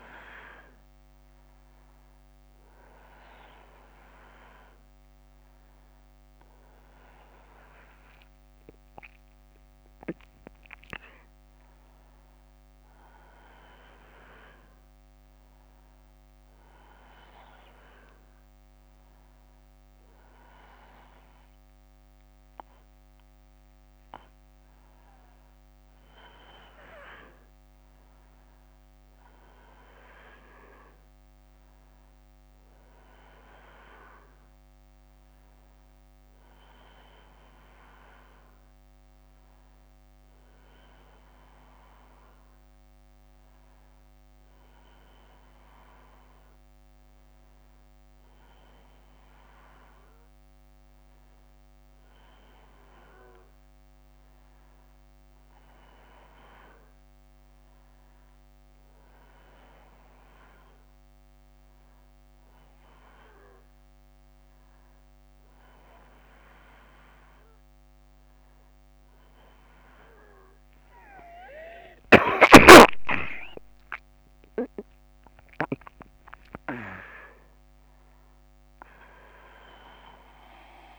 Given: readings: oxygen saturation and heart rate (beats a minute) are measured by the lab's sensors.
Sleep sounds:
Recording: a person partly awake in a sleep study, by a microphone on the trachea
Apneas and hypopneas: none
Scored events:
8.50-80.99 s: new sleep stage, N1 (lightest sleep)
71.00-74.00 s: arousal
71.50-75.50 s: snoring (device-marked)
From the record:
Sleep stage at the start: awake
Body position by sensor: on the back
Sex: male

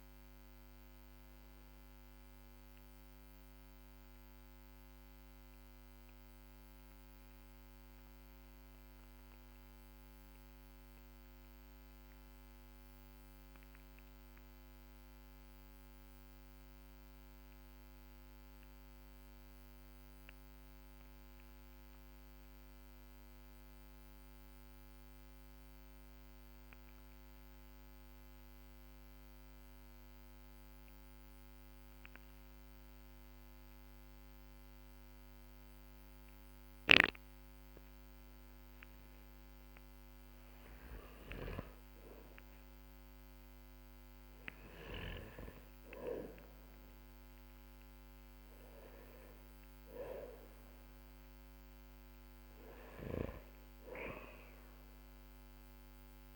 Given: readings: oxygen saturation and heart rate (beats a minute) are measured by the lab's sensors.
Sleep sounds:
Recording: breathing in sleep by a microphone on the trachea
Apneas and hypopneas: 1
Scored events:
1.50-20.50 s: oxygen desaturation (device-marked, oxygen 93% before, 90% lowest, heart rate 82 before, 45 extreme)
9.00-46.00 s: obstructive apnea (oxygen 95% before, 90% lowest, heart rate 79 before, 45 extreme, up 11 after)
38.50-56.36 s: oxygen desaturation (device-marked, oxygen 99% before, 91% lowest, heart rate 51 before, 45 extreme)
52.00-56.00 s: arousal
From the record:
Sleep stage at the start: N2 (light sleep)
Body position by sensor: on the back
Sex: male

